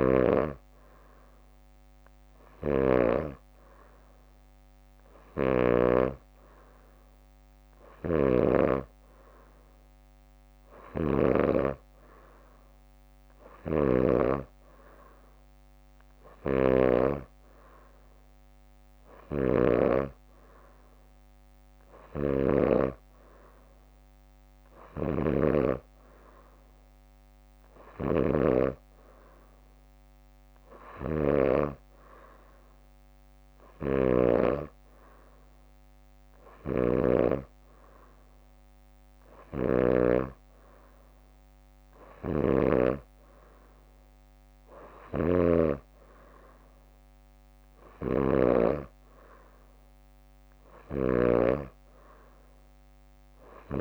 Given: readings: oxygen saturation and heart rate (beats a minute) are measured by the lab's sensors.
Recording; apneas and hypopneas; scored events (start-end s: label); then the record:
breathing in sleep by a microphone on the trachea; none
0.00-6.00 s: snoring (device-marked)
8.00-11.50 s: snoring (device-marked)
13.50-20.00 s: snoring (device-marked)
22.00-34.50 s: snoring (device-marked)
36.50-43.00 s: snoring (device-marked)
40.00-42.00 s: leg movement (device-marked)
45.00-51.50 s: snoring (device-marked)
From the record:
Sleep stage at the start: N2 (light sleep); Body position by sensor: on the back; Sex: female